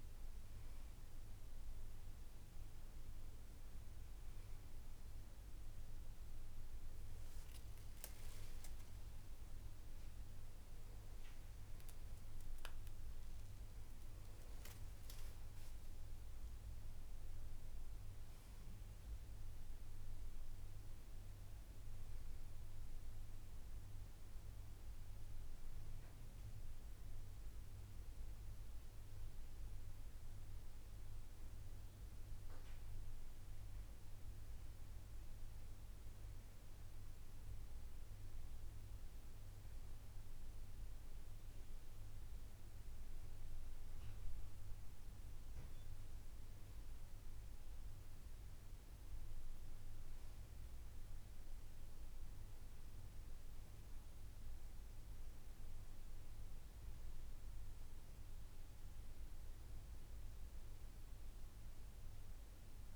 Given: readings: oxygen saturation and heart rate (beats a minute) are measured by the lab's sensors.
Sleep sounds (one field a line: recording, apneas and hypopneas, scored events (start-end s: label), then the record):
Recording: breathing in sleep, hard to hear, by a room microphone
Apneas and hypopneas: none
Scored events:
none scored
From the record:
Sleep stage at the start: N2 (light sleep)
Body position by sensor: on the back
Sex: male